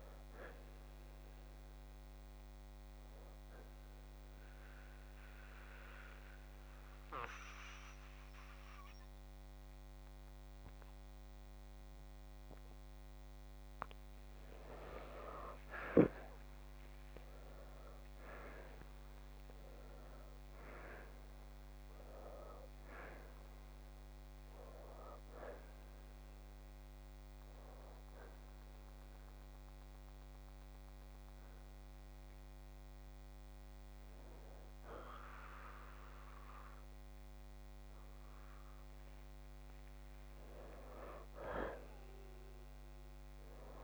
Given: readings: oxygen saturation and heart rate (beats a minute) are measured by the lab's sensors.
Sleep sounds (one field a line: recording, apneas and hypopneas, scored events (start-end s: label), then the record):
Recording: breathing in sleep by a microphone on the trachea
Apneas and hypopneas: 2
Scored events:
0.00-19.50 s: oxygen desaturation (device-marked, oxygen 82% lowest, heart rate 47 extreme)
3.50-13.50 s: mixed apnea (oxygen 93% before, 82% lowest, heart rate 61 before, 47 extreme, up 8 after)
16.00-21.50 s: arousal
27.50-38.50 s: hypopnea (oxygen 94% before, 84% lowest, heart rate 57 before, 47 extreme, up 13 after)
36.50-43.84 s: oxygen desaturation (device-marked, oxygen 94% before, 86% lowest, heart rate 60 before, 53 extreme)
41.00-43.84 s: arousal
From the record:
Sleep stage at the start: N2 (light sleep)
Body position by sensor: on the left side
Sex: male